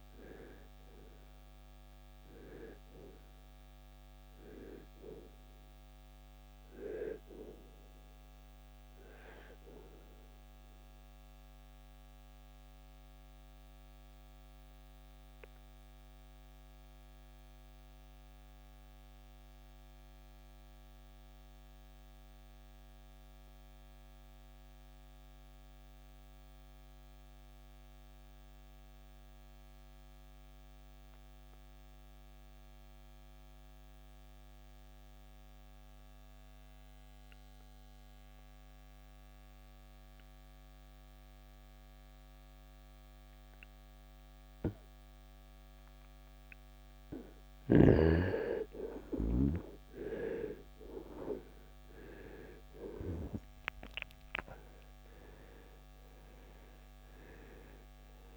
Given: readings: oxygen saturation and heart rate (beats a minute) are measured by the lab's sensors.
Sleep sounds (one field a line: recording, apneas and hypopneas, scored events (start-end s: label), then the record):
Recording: breathing in sleep by a microphone on the trachea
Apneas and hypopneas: 1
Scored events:
0.00-27.00 s: oxygen desaturation (device-marked, oxygen 79% lowest, heart rate 53 extreme)
11.50-47.50 s: mixed apnea (oxygen 96% before, 79% lowest, heart rate 75 before, 53 extreme, up 17 after)
48.00-58.37 s: oxygen desaturation (device-marked, oxygen 97% before, 79% lowest, heart rate 61 before, 49 extreme)
48.50-54.00 s: arousal
From the record:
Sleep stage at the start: N2 (light sleep)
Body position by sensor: on the right side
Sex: male